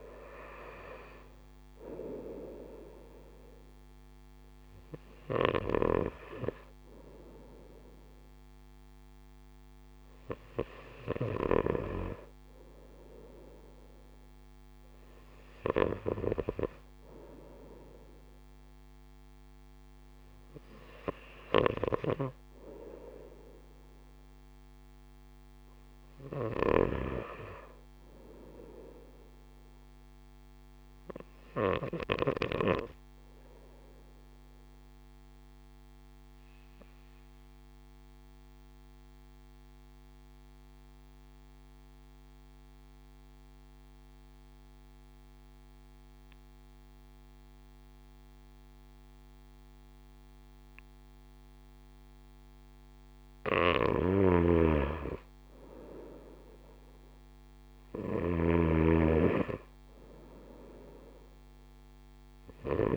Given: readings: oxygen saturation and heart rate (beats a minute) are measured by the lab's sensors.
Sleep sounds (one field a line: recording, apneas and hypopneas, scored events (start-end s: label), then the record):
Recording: breathing in sleep by a microphone on the trachea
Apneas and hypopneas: 1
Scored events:
5.50-11.50 s: snoring (device-marked)
21.50-32.50 s: snoring (device-marked)
25.00-28.50 s: arousal
34.50-54.00 s: obstructive apnea (oxygen 97% before, 94% lowest)
54.00-62.97 s: snoring (device-marked)
55.00-59.00 s: arousal
From the record:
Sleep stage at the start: N1 (lightest sleep)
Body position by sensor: on the right side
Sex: male